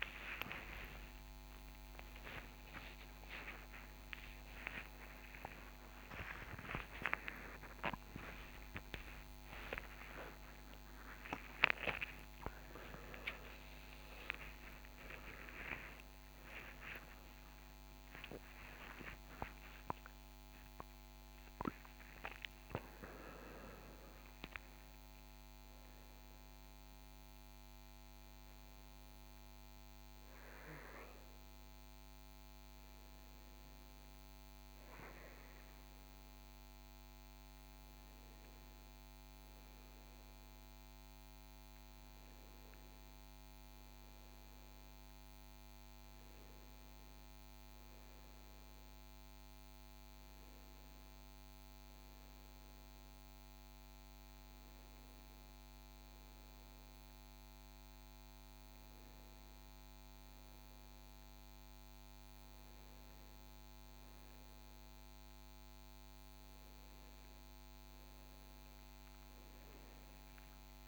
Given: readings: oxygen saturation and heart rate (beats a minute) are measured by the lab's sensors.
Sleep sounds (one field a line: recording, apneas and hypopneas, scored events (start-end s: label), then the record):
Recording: a person partly awake in a sleep study, by a microphone on the trachea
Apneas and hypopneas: none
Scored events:
24.00-70.88 s: new sleep stage, N1 (lightest sleep)
From the record:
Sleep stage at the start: awake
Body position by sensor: on the back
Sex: male